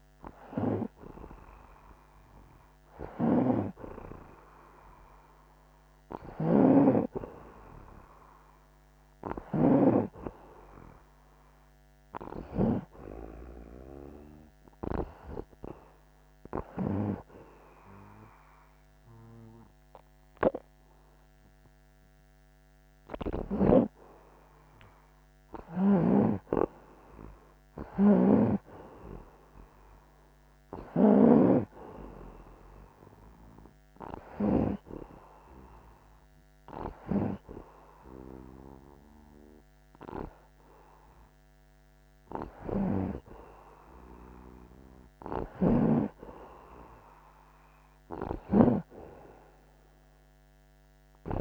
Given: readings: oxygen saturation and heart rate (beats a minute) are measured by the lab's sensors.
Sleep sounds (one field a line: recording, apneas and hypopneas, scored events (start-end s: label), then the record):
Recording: breathing in sleep by a microphone on the trachea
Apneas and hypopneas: 1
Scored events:
3.50-10.00 s: snoring (device-marked)
5.00-51.41 s: new sleep stage, N2 (light sleep)
24.00-28.00 s: arousal
31.00-35.00 s: snoring (device-marked)
33.00-49.00 s: oxygen desaturation (device-marked, oxygen 91% before, 86% lowest)
33.50-43.50 s: hypopnea (oxygen 91% before, 86% lowest)
45.50-51.41 s: snoring (device-marked)
50.00-51.41 s: arousal
From the record:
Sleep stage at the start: N1 (lightest sleep)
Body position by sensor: on the back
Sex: male